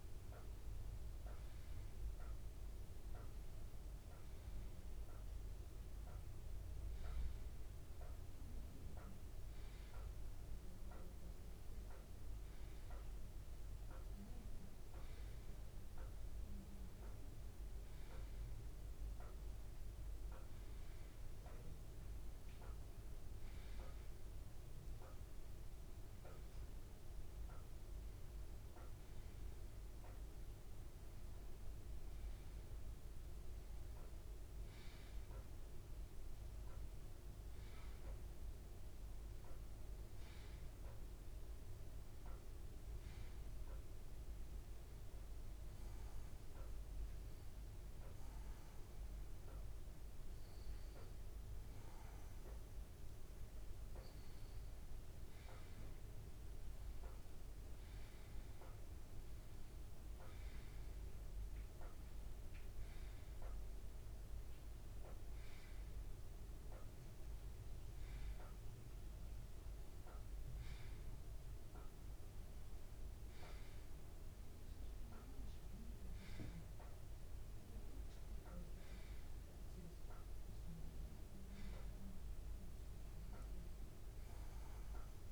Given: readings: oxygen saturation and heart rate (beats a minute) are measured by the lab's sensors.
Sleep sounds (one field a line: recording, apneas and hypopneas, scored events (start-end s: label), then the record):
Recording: breathing in sleep, hard to hear, by a room microphone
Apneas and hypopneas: 1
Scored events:
38.50-42.00 s: arousal
38.50-85.32 s: new sleep stage, N2 (light sleep)
41.50-46.50 s: bradycardia (device-marked, heart rate 129 before, 46 extreme)
44.00-54.50 s: hypopnea (oxygen 93% before, 91% lowest, heart rate 117 before, 71 extreme)
58.00-62.00 s: arousal
From the record:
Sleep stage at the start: N1 (lightest sleep)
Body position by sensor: on the right side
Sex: male